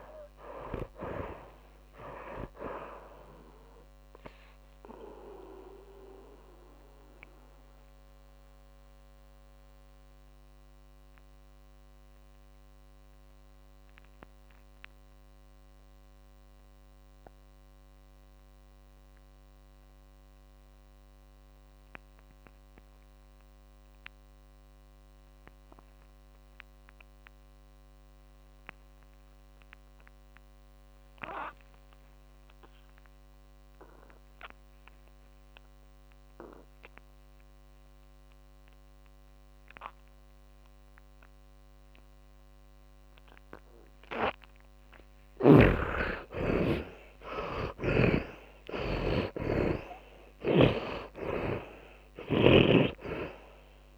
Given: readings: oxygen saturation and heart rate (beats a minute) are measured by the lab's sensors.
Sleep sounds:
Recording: breathing in sleep by a microphone on the trachea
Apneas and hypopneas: 1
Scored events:
0.00-19.00 s: oxygen desaturation (device-marked, oxygen 69% lowest, heart rate 43 extreme)
5.50-45.00 s: mixed apnea (oxygen 96% before, 69% lowest, heart rate 59 before, 48 extreme, up 28 after)
30.00-53.98 s: oxygen desaturation (device-marked, oxygen 100% before, 71% lowest, heart rate 64 before, 47 extreme)
46.00-50.50 s: arousal
47.50-51.00 s: snoring (device-marked)
From the record:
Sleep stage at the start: N2 (light sleep)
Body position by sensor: on the back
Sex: male

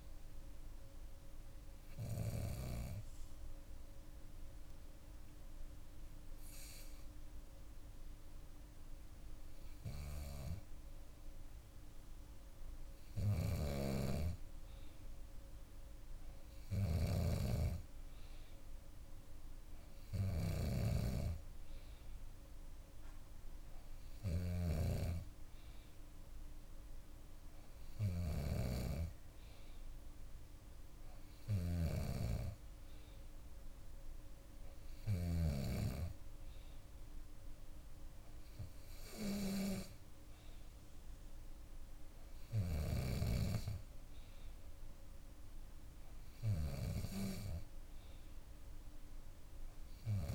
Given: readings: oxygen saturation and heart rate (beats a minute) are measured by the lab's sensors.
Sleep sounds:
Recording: breathing in sleep by a room microphone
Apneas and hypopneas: 1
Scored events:
0.50-11.50 s: obstructive apnea (oxygen 97% before, 94% lowest, heart rate 63 before, 63 extreme, up 3 after)
13.50-24.50 s: snoring (device-marked)
14.50-18.00 s: arousal
31.50-35.50 s: snoring (device-marked)
From the record:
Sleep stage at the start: N2 (light sleep)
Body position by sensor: on the back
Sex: female

